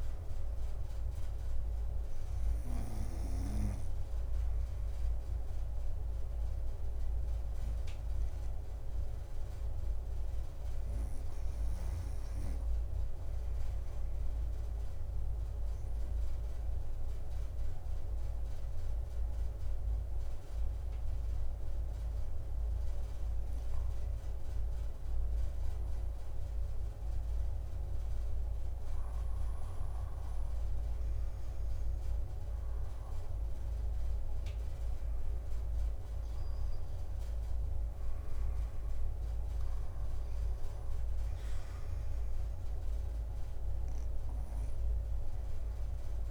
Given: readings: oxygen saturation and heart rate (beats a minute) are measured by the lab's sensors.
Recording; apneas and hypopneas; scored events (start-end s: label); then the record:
breathing in sleep, hard to hear, by a room microphone; 1
5.00-36.00 s: obstructive apnea (oxygen 99% before, 91% lowest, heart rate 61 before, 55 extreme, up 1 after)
30.50-46.31 s: oxygen desaturation (device-marked, oxygen 96% before, 91% lowest, heart rate 60 before, 62 extreme)
36.50-37.50 s: drop in pulse transit time (device-marked, heart rate 61 before, 63 extreme)
40.50-46.31 s: drop in pulse transit time (device-marked, heart rate 63 before, 63 extreme)
From the record:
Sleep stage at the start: N2 (light sleep); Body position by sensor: on the back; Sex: female